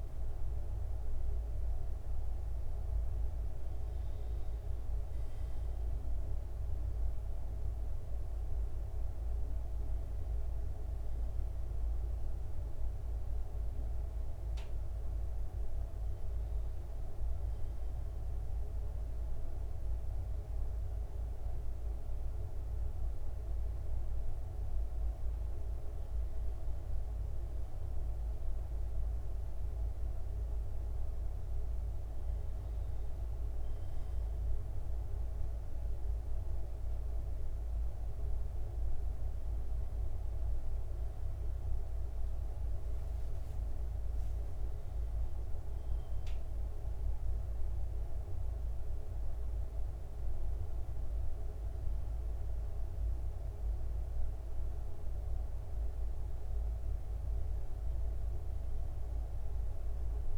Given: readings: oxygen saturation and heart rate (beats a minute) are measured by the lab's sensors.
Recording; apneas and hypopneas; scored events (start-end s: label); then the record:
breathing in sleep, hard to hear, by a room microphone; none
44.00-46.00 s: long interval between heartbeats (device-marked, heart rate 67 before, 77 extreme)
From the record:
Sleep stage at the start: N1 (lightest sleep); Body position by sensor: on the right side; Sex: male